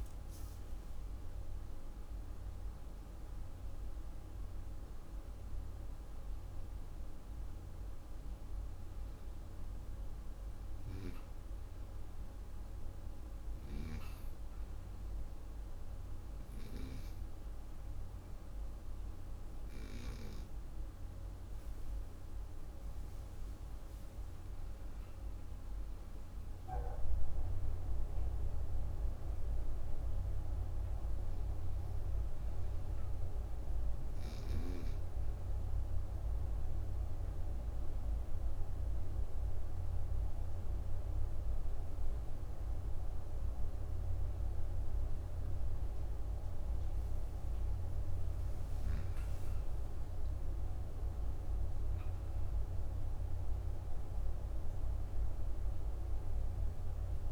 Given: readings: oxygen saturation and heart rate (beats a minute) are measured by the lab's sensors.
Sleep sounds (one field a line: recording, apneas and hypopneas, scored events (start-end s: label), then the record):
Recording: breathing in sleep, hard to hear, by a room microphone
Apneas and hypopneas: 2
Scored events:
0.00-3.50 s: arousal
0.00-23.50 s: oxygen desaturation (device-marked, oxygen 91% lowest)
14.00-25.00 s: obstructive apnea (oxygen 99% before, 91% lowest)
25.50-29.00 s: arousal
36.00-48.00 s: obstructive apnea (oxygen 97% before, 91% lowest)
47.50-57.32 s: oxygen desaturation (device-marked, oxygen 97% before, 91% lowest)
49.00-52.50 s: arousal
From the record:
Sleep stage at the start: N2 (light sleep)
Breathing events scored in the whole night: 366 in 5.5 hours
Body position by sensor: on the right side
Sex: female